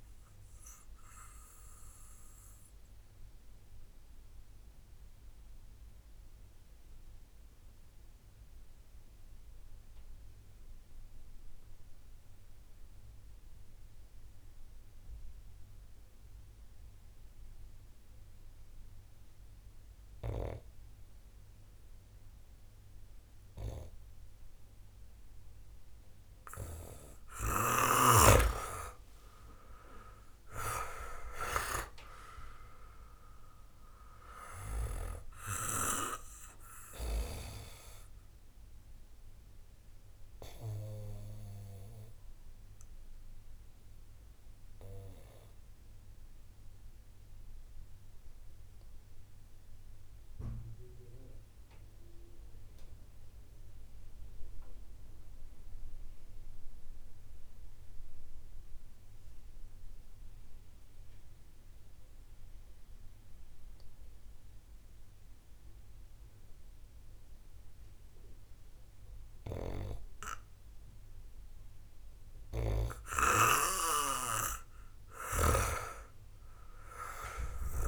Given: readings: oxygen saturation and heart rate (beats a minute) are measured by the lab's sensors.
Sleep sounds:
breathing in sleep by a room microphone; 2
0.50-25.50 s: obstructive apnea (oxygen 98% before, 90% lowest, heart rate 51 before, 27 extreme, up 12 after)
26.50-48.50 s: oxygen desaturation (device-marked, oxygen 96% before, 91% lowest, heart rate 61 before, 27 extreme)
28.50-32.00 s: arousal
39.50-71.00 s: obstructive apnea (oxygen 96% before, 90% lowest, heart rate 55 before, 39 extreme, up 2 after)
73.50-77.88 s: oxygen desaturation (device-marked, oxygen 98% before, 90% lowest, heart rate 62 before, 39 extreme)
74.50-77.88 s: arousal
75.00-77.88 s: snoring (device-marked)
From the record:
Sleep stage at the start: N2 (light sleep); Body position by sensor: on the back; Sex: male

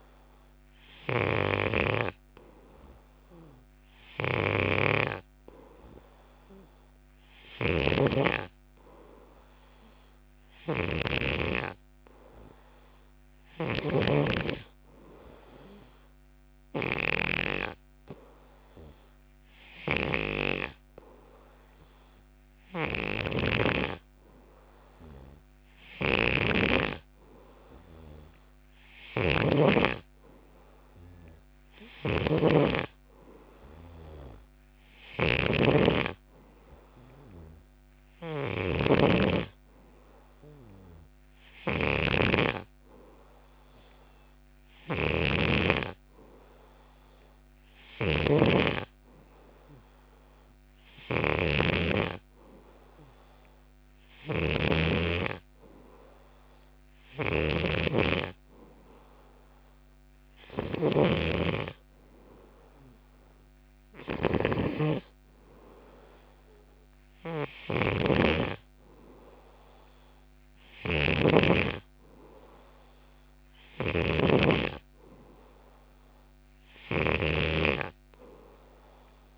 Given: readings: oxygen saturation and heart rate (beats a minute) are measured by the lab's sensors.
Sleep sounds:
breathing in sleep by a microphone on the trachea; none
0.00-20.50 s: snoring (device-marked)
22.50-79.38 s: snoring (device-marked)
From the record:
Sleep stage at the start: N2 (light sleep); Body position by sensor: on the left side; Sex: male

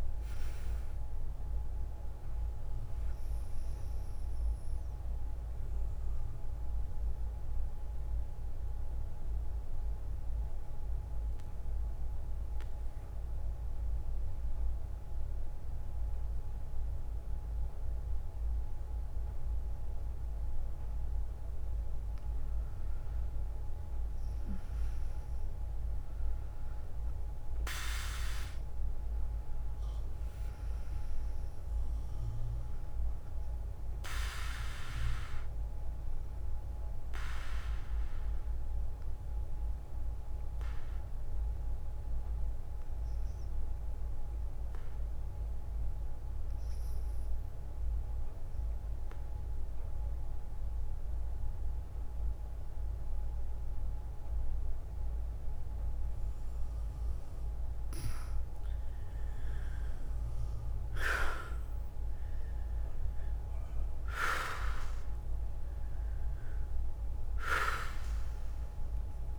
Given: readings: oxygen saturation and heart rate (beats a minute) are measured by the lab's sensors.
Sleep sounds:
breathing in sleep by a room microphone; 2
0.00-16.50 s: oxygen desaturation (device-marked, oxygen 91% lowest, heart rate 56 extreme)
7.00-21.00 s: mixed apnea (oxygen 100% before, 89% lowest, heart rate 61 before, 56 extreme, up 7 after)
25.00-29.00 s: arousal
29.50-46.50 s: oxygen desaturation (device-marked, oxygen 98% before, 94% lowest, heart rate 59 before, 56 extreme)
45.00-57.50 s: obstructive apnea (oxygen 99% before, 85% lowest, heart rate 60 before, 56 extreme, up 6 after)
57.50-69.39 s: oxygen desaturation (device-marked, oxygen 97% before, 89% lowest, heart rate 58 before, 55 extreme)
58.00-62.00 s: arousal
From the record:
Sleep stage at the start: N2 (light sleep); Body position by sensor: on the back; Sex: female

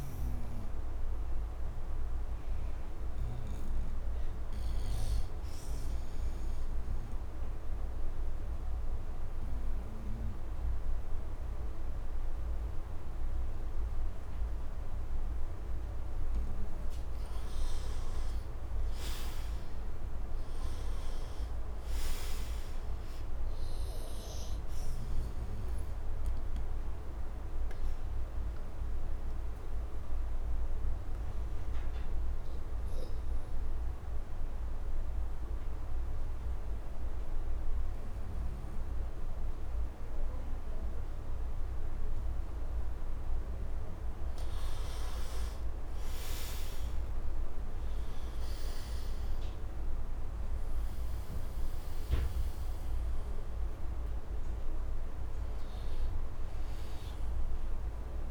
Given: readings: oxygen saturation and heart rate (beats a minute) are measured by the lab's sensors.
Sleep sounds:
breathing in sleep, hard to hear, by a room microphone; 2
0.00-10.50 s: oxygen desaturation (device-marked, oxygen 85% lowest, heart rate 75 extreme)
6.50-17.50 s: obstructive apnea (oxygen 99% before, 79% lowest, heart rate 79 before, 75 extreme, up 6 after)
20.00-24.00 s: arousal
22.50-40.50 s: oxygen desaturation (device-marked, oxygen 98% before, 85% lowest, heart rate 78 before, 70 extreme)
28.50-43.50 s: obstructive apnea (oxygen 98% before, 79% lowest, heart rate 80 before, 70 extreme, up 7 after)
44.00-47.50 s: arousal
45.50-58.31 s: oxygen desaturation (device-marked, oxygen 97% before, 79% lowest, heart rate 77 before, 70 extreme)
From the record:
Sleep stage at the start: N2 (light sleep); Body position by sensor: on the right side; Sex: male

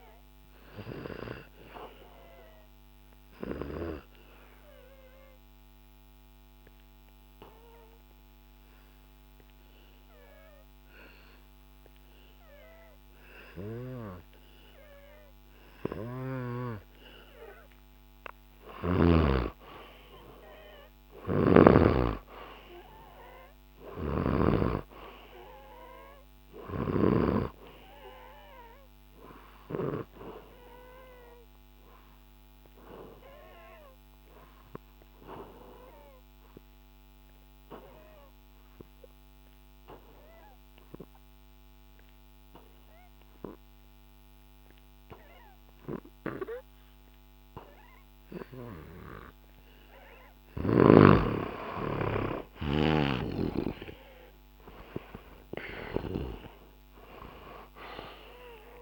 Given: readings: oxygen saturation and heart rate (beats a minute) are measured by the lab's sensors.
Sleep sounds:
breathing in sleep by a microphone on the trachea; 2
0.00-15.50 s: oxygen desaturation (device-marked, oxygen 90% lowest, heart rate 65 extreme)
1.50-16.50 s: obstructive apnea (oxygen 96% before, 88% lowest, heart rate 66 before, 65 extreme, up 1 after)
19.00-22.50 s: arousal
21.00-24.50 s: snoring (device-marked)
27.50-42.50 s: oxygen desaturation (device-marked, oxygen 96% before, 91% lowest, heart rate 68 before, 63 extreme)
30.50-49.00 s: obstructive apnea (oxygen 96% before, 88% lowest, heart rate 67 before, 63 extreme, up 4 after)
51.00-55.00 s: arousal
57.50-58.82 s: oxygen desaturation (device-marked, oxygen 95% before, 88% lowest, heart rate 66 before, 65 extreme)
From the record:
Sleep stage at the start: N2 (light sleep); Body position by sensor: on the back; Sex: male

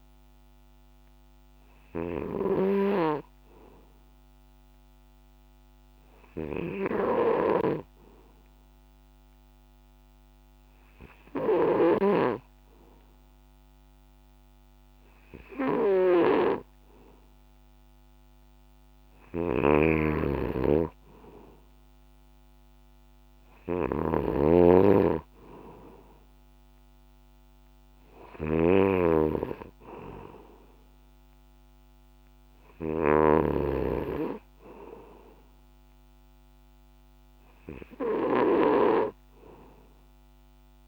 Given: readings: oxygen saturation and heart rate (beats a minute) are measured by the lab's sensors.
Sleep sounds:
breathing in sleep by a microphone on the trachea; 1
0.00-12.00 s: snoring (device-marked)
2.00-16.00 s: hypopnea (oxygen 94% before, 92% lowest, heart rate 65 before, 64 extreme, up 2 after)
17.00-21.00 s: arousal
19.50-33.50 s: snoring (device-marked)
From the record:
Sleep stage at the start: N2 (light sleep); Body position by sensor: on the back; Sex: male

